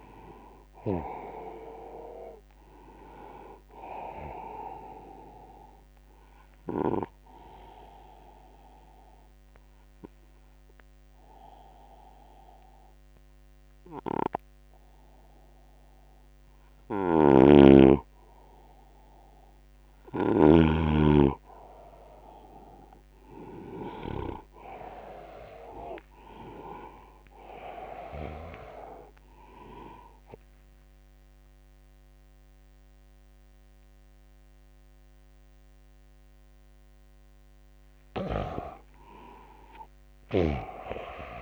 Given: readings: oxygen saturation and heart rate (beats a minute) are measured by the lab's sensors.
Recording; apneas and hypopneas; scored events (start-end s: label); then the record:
breathing in sleep by a microphone on the trachea; 1
1.50-15.50 s: oxygen desaturation (device-marked, oxygen 97% before, 94% lowest, heart rate 74 before, 63 extreme)
6.50-17.50 s: obstructive apnea (oxygen 97% before, 93% lowest, heart rate 74 before, 63 extreme, up 9 after)
16.50-20.50 s: snoring (device-marked)
26.00-30.00 s: arousal
26.50-41.42 s: oxygen desaturation (device-marked, oxygen 98% before, 93% lowest, heart rate 69 before, 55 extreme)
27.50-33.50 s: tachycardia (device-marked, heart rate 80 before, 118 extreme)
40.00-41.42 s: snoring (device-marked)
From the record:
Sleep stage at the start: N2 (light sleep); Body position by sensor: on the right side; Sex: male